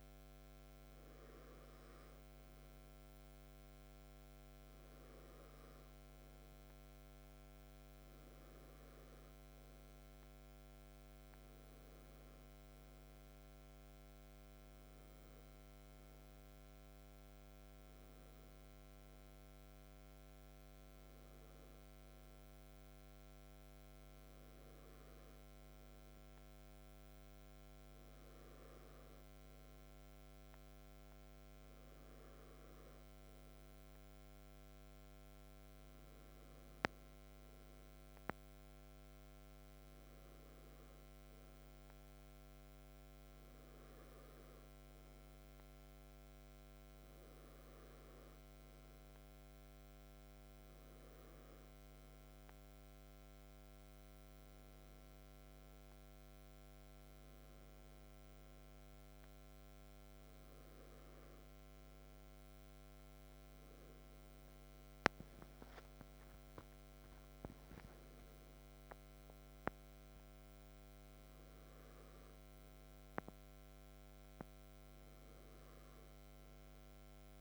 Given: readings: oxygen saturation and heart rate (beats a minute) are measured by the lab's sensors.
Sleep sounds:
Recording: breathing in sleep, hard to hear, by a microphone on the trachea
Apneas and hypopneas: none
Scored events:
none scored
From the record:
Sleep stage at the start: REM sleep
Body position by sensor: on the back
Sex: male

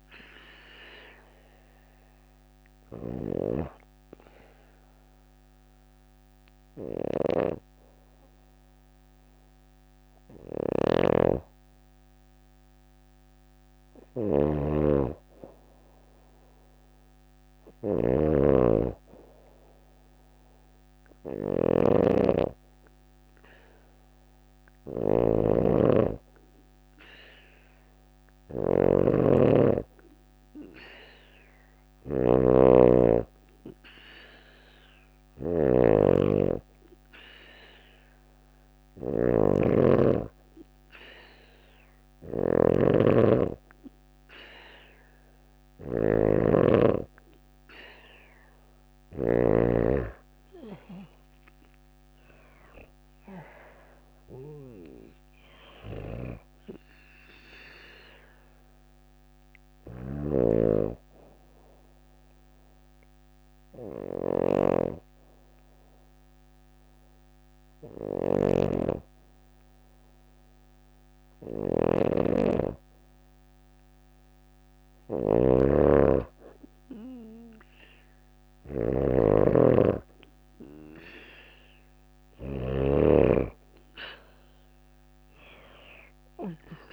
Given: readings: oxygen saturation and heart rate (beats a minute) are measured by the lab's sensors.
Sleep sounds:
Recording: breathing in sleep by a microphone on the trachea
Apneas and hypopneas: 2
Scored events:
0.00-11.50 s: oxygen desaturation (device-marked, oxygen 92% lowest, heart rate 32 extreme)
0.50-12.50 s: hypopnea (oxygen 97% before, 92% lowest, heart rate 55 before, 35 extreme, up 27 after)
2.00-48.50 s: snoring (device-marked)
23.50-41.50 s: oxygen desaturation (device-marked, oxygen 97% before, 93% lowest, heart rate 52 before, 30 extreme)
50.00-52.50 s: arousal
55.00-82.00 s: snoring (device-marked)
59.00-72.00 s: hypopnea (oxygen 95% before, 92% lowest)
81.50-86.93 s: oxygen desaturation (device-marked, oxygen 96% before, 92% lowest)
83.00-86.93 s: arousal
From the record:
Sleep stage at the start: N2 (light sleep)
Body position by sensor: on the back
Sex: female

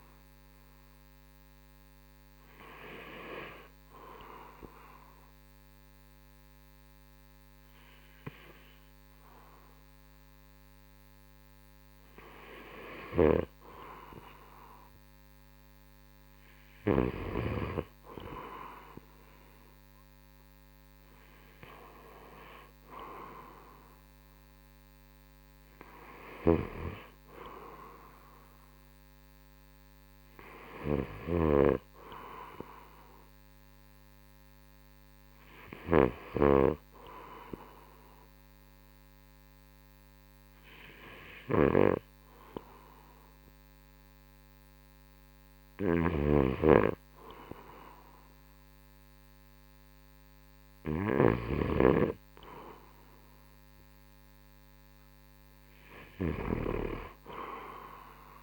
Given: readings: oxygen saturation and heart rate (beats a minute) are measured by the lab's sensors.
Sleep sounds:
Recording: breathing in sleep by a microphone on the trachea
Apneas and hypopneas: none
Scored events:
0.00-1.00 s: drop in pulse transit time (device-marked, heart rate 75 extreme)
0.00-10.00 s: oxygen desaturation (device-marked, oxygen 89% lowest, heart rate 68 extreme)
46.50-52.00 s: snoring (device-marked)
From the record:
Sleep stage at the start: N2 (light sleep)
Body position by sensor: on the right side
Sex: male

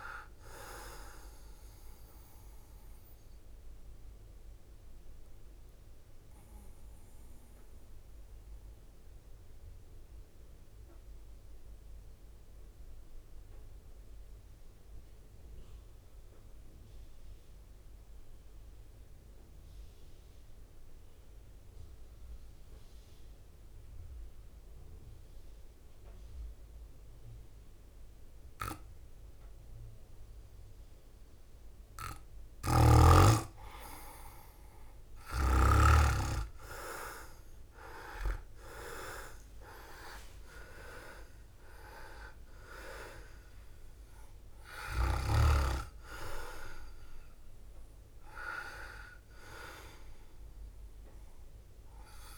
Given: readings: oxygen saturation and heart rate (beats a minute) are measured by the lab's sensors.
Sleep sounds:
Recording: breathing in sleep by a room microphone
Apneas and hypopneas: 1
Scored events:
0.00-9.50 s: drop in pulse transit time (device-marked, heart rate 51 extreme)
5.00-32.50 s: mixed apnea (oxygen 99% before, 95% lowest, heart rate 59 before, 51 extreme, up 7 after)
34.50-52.38 s: drop in pulse transit time (device-marked, heart rate 54 before, 55 extreme)
35.00-39.50 s: arousal
38.50-41.50 s: leg movement (device-marked)
38.50-50.50 s: oxygen desaturation (device-marked, oxygen 99% before, 95% lowest, heart rate 55 before, 53 extreme)
From the record:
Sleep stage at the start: N2 (light sleep)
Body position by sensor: on the right side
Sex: male

